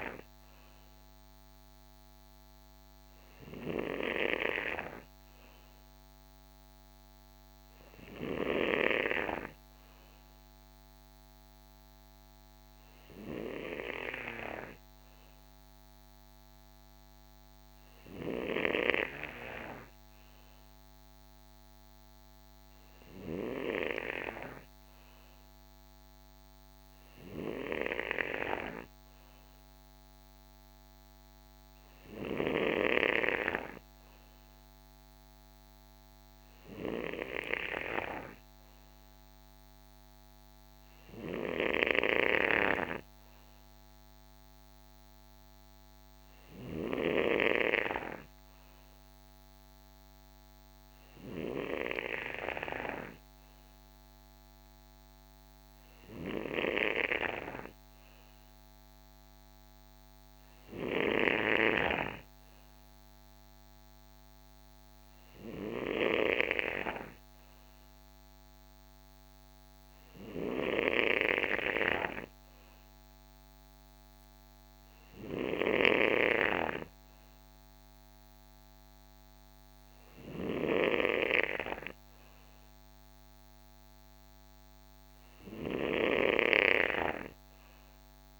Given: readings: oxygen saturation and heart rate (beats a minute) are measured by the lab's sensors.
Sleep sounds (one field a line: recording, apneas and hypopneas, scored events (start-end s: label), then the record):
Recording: breathing in sleep by a microphone on the trachea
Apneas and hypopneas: none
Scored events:
none scored
From the record:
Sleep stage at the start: N3 (deep sleep)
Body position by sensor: on the right side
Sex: male